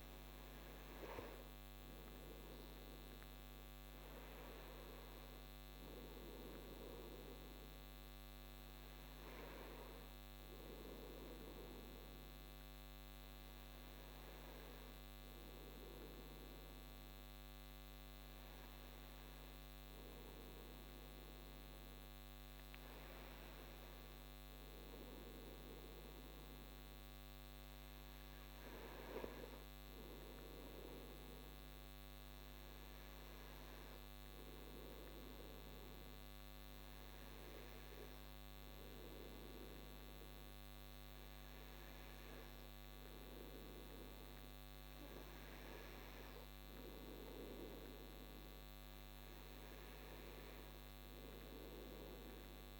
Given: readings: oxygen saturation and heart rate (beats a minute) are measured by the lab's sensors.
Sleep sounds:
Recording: breathing in sleep, hard to hear, by a microphone on the trachea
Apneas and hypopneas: none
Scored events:
none scored
From the record:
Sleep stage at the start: N2 (light sleep)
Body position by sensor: on the right side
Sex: male

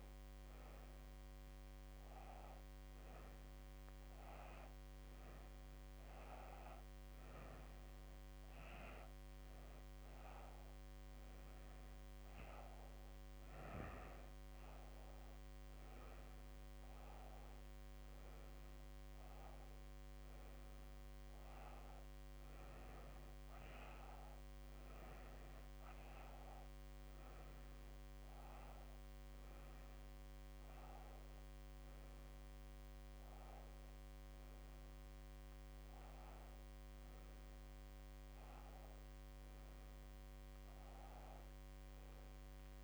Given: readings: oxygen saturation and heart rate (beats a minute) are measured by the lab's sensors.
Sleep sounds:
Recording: breathing in sleep, hard to hear, by a microphone on the trachea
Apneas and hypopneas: none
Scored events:
34.50-42.84 s: new sleep stage, N2 (light sleep)
From the record:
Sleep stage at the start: N1 (lightest sleep)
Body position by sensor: on the back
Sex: female

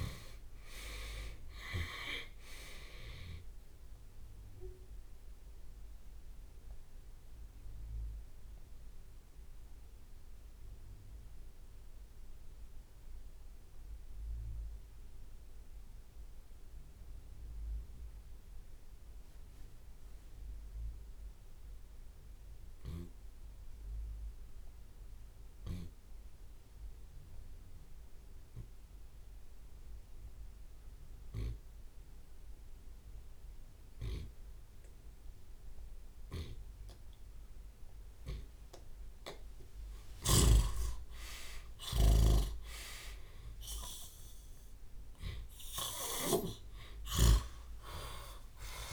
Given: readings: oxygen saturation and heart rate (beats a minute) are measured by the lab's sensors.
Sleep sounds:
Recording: breathing in sleep by a room microphone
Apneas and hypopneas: 1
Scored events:
0.00-1.50 s: long interval between heartbeats (device-marked, heart rate 76 extreme)
1.00-9.00 s: drop in pulse transit time (device-marked, heart rate 66 before, 55 extreme)
1.50-3.50 s: long interval between heartbeats (device-marked, heart rate 66 before, 68 extreme)
5.50-7.50 s: long interval between heartbeats (device-marked, heart rate 69 before, 57 extreme)
5.50-38.50 s: obstructive apnea (oxygen 98% before, 78% lowest)
15.50-17.50 s: long interval between heartbeats (device-marked)
17.00-21.00 s: tachycardia (device-marked, heart rate 72 before, 113 extreme)
18.50-20.50 s: long interval between heartbeats (device-marked, heart rate 53 before, 42 extreme)
20.50-22.50 s: long interval between heartbeats (device-marked, heart rate 50 before, 113 extreme)
22.00-24.00 s: tachycardia (device-marked, heart rate 71 before, 126 extreme)
22.50-24.50 s: long interval between heartbeats (device-marked, heart rate 54 before, 117 extreme)
23.00-35.00 s: oxygen desaturation (device-marked, oxygen 97% before, 88% lowest, heart rate 57 before, 49 extreme)
27.00-37.00 s: drop in pulse transit time (device-marked, heart rate 67 before, 60 extreme)
28.00-30.00 s: long interval between heartbeats (device-marked, heart rate 69 before, 97 extreme)
31.50-33.50 s: long interval between heartbeats (device-marked, heart rate 74 before, 86 extreme)
34.00-36.00 s: long interval between heartbeats (device-marked, heart rate 77 before, 67 extreme)
36.50-38.50 s: long interval between heartbeats (device-marked, heart rate 83 before, 60 extreme)
39.00-46.00 s: snoring (device-marked)
40.00-42.00 s: long interval between heartbeats (device-marked, heart rate 88 before, 74 extreme)
45.00-47.00 s: long interval between heartbeats (device-marked, heart rate 77 before, 66 extreme)
46.50-48.93 s: arousal
From the record:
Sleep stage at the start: N2 (light sleep)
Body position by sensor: on the left side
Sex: male

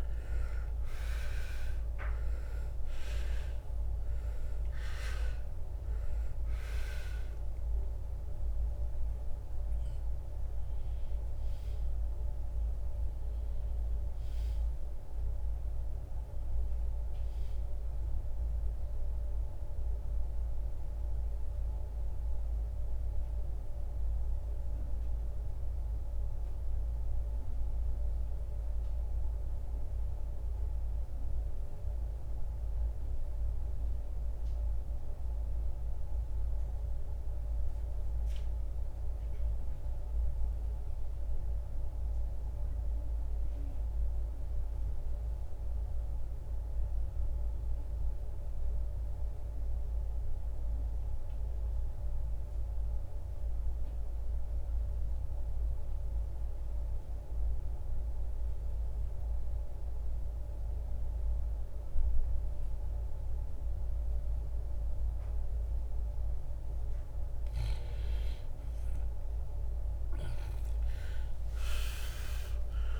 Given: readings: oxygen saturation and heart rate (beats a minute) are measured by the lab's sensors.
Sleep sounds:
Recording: breathing in sleep, hard to hear, by a room microphone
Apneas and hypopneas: 1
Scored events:
0.00-37.00 s: oxygen desaturation (device-marked, oxygen 79% lowest, heart rate 42 extreme)
20.00-66.50 s: mixed apnea (oxygen 96% before, 78% lowest, heart rate 80 before, 42 extreme, up 26 after)
55.00-72.99 s: oxygen desaturation (device-marked, oxygen 98% before, 84% lowest, heart rate 65 before, 54 extreme)
From the record:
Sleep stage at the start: N2 (light sleep)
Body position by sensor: on the right side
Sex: male

